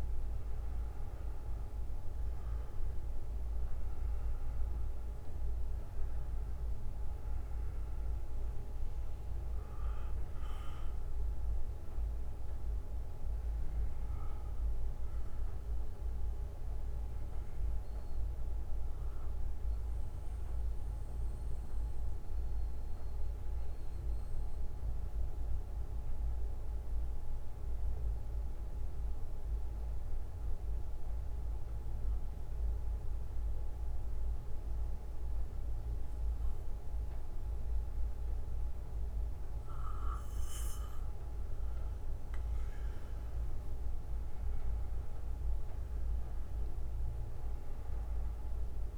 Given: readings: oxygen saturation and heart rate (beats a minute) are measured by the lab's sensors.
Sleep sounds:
breathing in sleep, hard to hear, by a room microphone; 1
0.00-1.50 s: arousal
8.50-41.50 s: bradycardia (device-marked, heart rate 59 before, 49 extreme)
17.50-40.50 s: central apnea (oxygen 98% before, 90% lowest, heart rate 63 before, 49 extreme, up 15 after)
43.50-47.00 s: arousal
46.50-48.98 s: oxygen desaturation (device-marked, oxygen 98% before, 94% lowest, heart rate 56 before, 51 extreme)
From the record:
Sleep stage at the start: N2 (light sleep); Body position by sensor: on the back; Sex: male

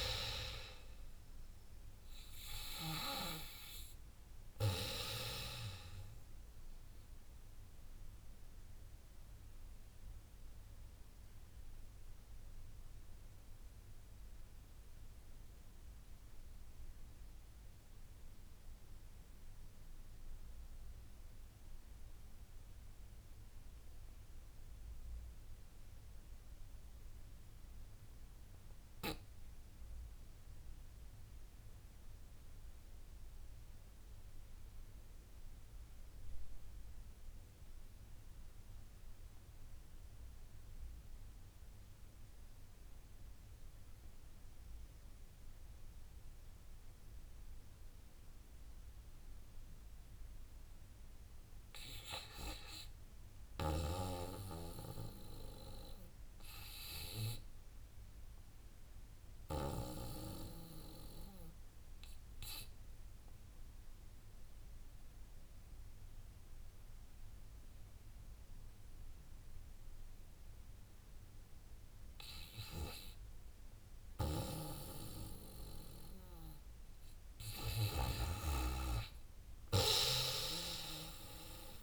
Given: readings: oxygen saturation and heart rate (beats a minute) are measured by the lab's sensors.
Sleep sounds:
breathing in sleep by a room microphone; 2
0.00-7.50 s: drop in pulse transit time (device-marked, heart rate 79 extreme)
0.00-18.50 s: oxygen desaturation (device-marked, oxygen 93% lowest, heart rate 73 extreme)
7.50-49.50 s: obstructive apnea (oxygen 100% before, 79% lowest, heart rate 80 before, 72 extreme, up 3 after)
32.50-80.50 s: oxygen desaturation (device-marked, oxygen 99% before, 79% lowest, heart rate 76 before, 72 extreme)
34.50-44.50 s: drop in pulse transit time (device-marked, heart rate 76 before, 73 extreme)
52.00-56.00 s: arousal
58.50-71.50 s: drop in pulse transit time (device-marked, heart rate 73 before, 77 extreme)
62.50-72.50 s: obstructive apnea (oxygen 97% before, 79% lowest, heart rate 74 before, 78 extreme, up 2 after)
75.00-78.00 s: arousal
From the record:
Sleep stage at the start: REM sleep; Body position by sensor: on the back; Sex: female

